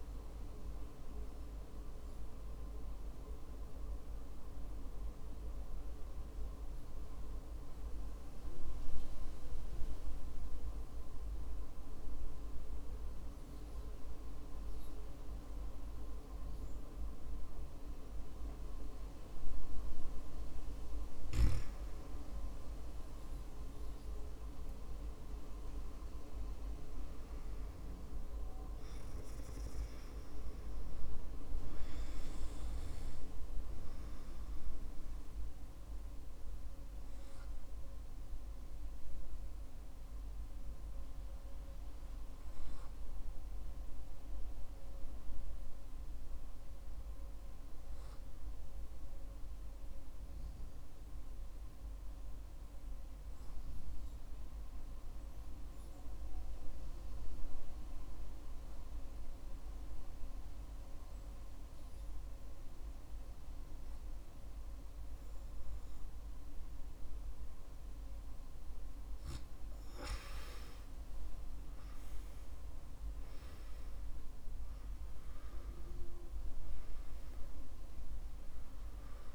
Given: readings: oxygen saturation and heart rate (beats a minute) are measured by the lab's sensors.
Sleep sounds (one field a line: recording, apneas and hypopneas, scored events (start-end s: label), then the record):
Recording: breathing in sleep by a room microphone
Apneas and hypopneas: 2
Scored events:
1.50-21.00 s: obstructive apnea (oxygen 94% before, 93% lowest, heart rate 56 before, 50 extreme, up 18 after)
24.00-28.00 s: arousal
37.50-66.50 s: hypopnea (oxygen 97% before, 91% lowest, heart rate 59 before, 54 extreme, up 9 after)
72.50-77.50 s: arousal
From the record:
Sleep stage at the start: N2 (light sleep)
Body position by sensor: on the back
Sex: male